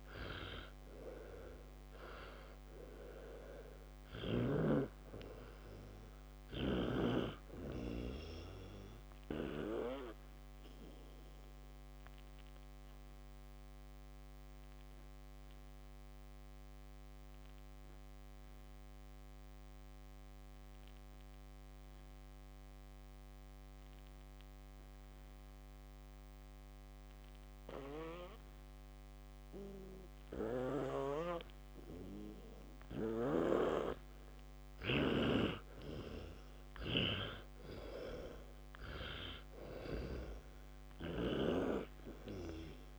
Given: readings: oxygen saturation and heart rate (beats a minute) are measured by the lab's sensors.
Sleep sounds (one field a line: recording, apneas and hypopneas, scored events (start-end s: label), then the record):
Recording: breathing in sleep by a microphone on the trachea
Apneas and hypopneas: 1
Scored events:
0.00-4.50 s: snoring (device-marked)
12.50-30.00 s: obstructive apnea (oxygen 97% before, 92% lowest, heart rate 77 before, 56 extreme, up 12 after)
23.00-34.00 s: oxygen desaturation (device-marked, oxygen 97% before, 93% lowest, heart rate 68 before, 56 extreme)
33.00-42.99 s: snoring (device-marked)
36.00-40.00 s: arousal
From the record:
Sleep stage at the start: N2 (light sleep)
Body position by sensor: on the back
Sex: male